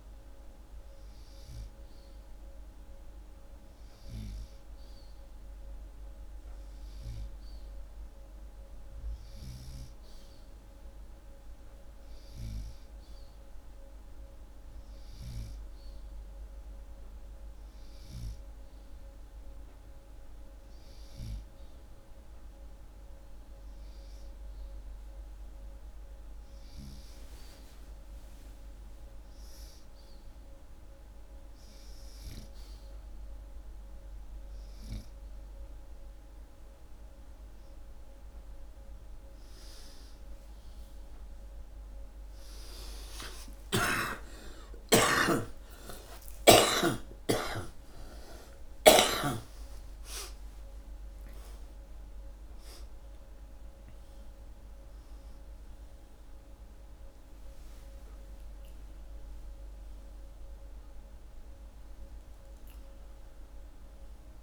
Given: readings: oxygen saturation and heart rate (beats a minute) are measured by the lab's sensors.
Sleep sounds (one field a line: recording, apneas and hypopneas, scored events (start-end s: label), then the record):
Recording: a person partly awake in a sleep study, by a room microphone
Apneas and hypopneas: none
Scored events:
38.50-64.43 s: new sleep stage, awake
45.00-49.50 s: snoring (device-marked)
From the record:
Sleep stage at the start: N2 (light sleep)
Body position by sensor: upright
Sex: male